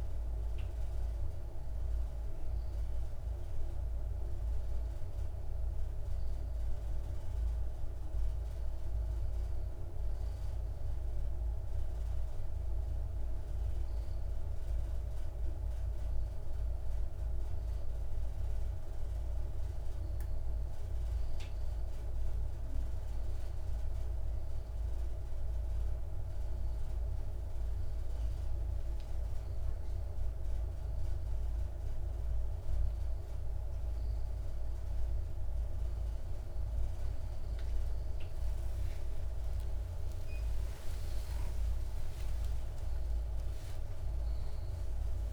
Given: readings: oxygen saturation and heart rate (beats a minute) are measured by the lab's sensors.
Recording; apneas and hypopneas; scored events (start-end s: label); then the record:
breathing in sleep, hard to hear, by a room microphone; none
39.50-44.50 s: arousal
From the record:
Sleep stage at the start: N1 (lightest sleep); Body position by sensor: on the left side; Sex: male